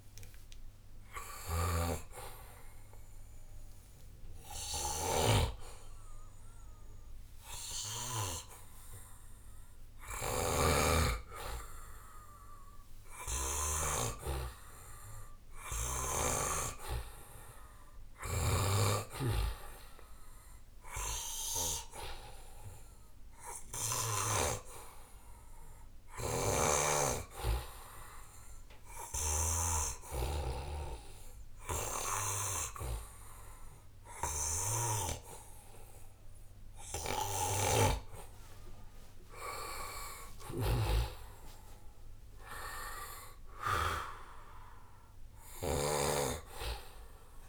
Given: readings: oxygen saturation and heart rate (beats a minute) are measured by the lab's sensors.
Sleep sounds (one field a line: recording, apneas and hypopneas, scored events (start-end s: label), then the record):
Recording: breathing in sleep by a room microphone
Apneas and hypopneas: 1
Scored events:
0.00-2.00 s: long interval between heartbeats (device-marked, heart rate 85 before, 95 extreme)
0.00-4.50 s: arousal
7.00-37.50 s: hypopnea (oxygen 97% before, 88% lowest, heart rate 87 before, 77 extreme, up 12 after)
18.00-20.00 s: long interval between heartbeats (device-marked, heart rate 82 before, 87 extreme)
38.50-40.50 s: long interval between heartbeats (device-marked, heart rate 82 before, 88 extreme)
39.00-42.50 s: arousal
46.00-47.49 s: long interval between heartbeats (device-marked, heart rate 83 before, 83 extreme)
From the record:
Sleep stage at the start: N2 (light sleep)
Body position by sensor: on the back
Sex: male